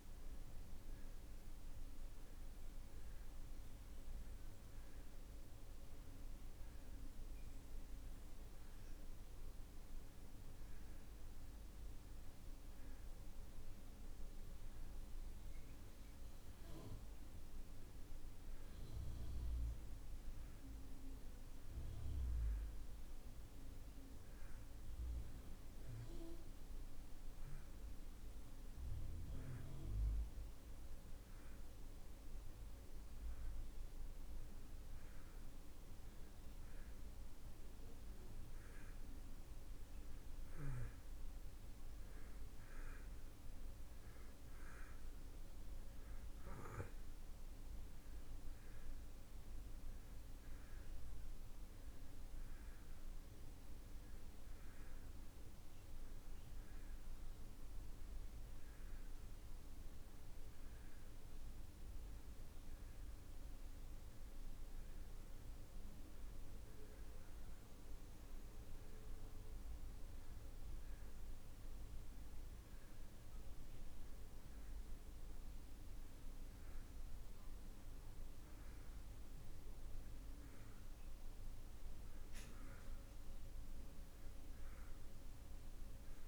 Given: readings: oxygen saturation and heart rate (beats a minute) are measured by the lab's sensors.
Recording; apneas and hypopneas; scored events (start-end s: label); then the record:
breathing in sleep, hard to hear, by a room microphone; 1
5.50-26.50 s: oxygen desaturation (device-marked, oxygen 93% before, 89% lowest)
24.50-37.00 s: hypopnea (oxygen 93% before, 89% lowest)
40.50-45.00 s: arousal
49.50-70.50 s: oxygen desaturation (device-marked, oxygen 92% before, 89% lowest)
From the record:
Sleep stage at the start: N2 (light sleep); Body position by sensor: on the back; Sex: male